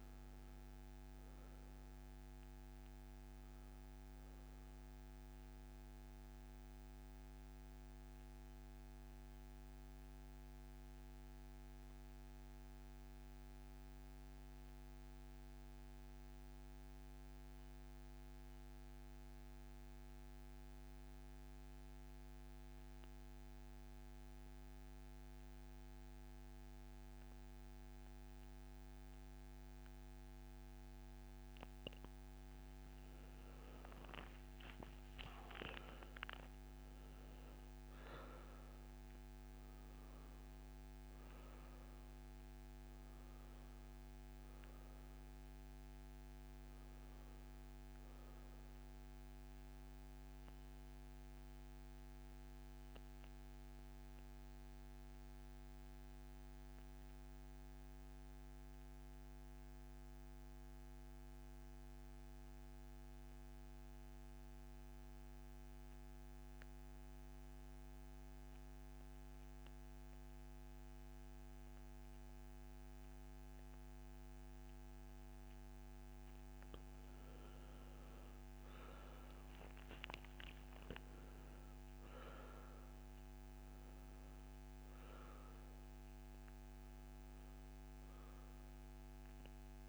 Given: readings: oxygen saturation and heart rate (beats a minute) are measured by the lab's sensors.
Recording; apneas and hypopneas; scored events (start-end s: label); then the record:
breathing in sleep, hard to hear, by a microphone on the trachea; 2
0.00-14.50 s: oxygen desaturation (device-marked, oxygen 81% lowest, heart rate 65 extreme)
5.50-31.50 s: mixed apnea (oxygen 97% before, 80% lowest, heart rate 72 before, 64 extreme, up 11 after)
31.50-55.50 s: oxygen desaturation (device-marked, oxygen 98% before, 80% lowest, heart rate 66 before, 63 extreme)
34.00-37.50 s: arousal
50.50-75.50 s: mixed apnea (oxygen 98% before, 80% lowest, heart rate 73 before, 63 extreme, up 10 after)
70.50-89.89 s: oxygen desaturation (device-marked, oxygen 98% before, 80% lowest, heart rate 67 before, 64 extreme)
80.50-84.50 s: arousal
From the record:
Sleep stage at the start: N2 (light sleep); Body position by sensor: on the back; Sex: male